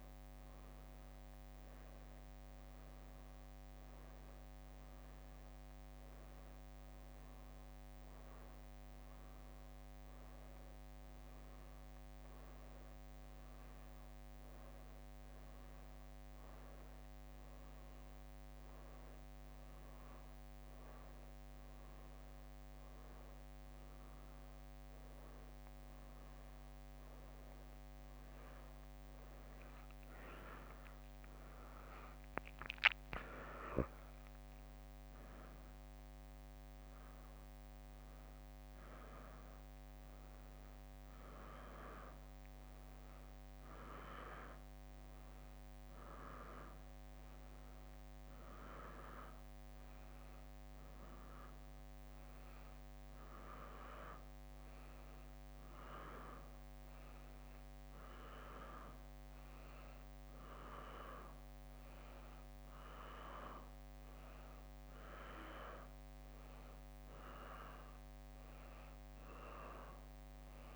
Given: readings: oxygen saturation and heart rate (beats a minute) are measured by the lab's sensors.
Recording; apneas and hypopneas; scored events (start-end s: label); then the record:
a person awake in a sleep study, by a microphone on the trachea; none
32.00-43.00 s: drop in pulse transit time (device-marked, heart rate 68 before, 66 extreme)
33.00-42.00 s: leg movement (device-marked)
45.00-53.50 s: leg movement (device-marked)
From the record:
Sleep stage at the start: awake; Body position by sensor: on the back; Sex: female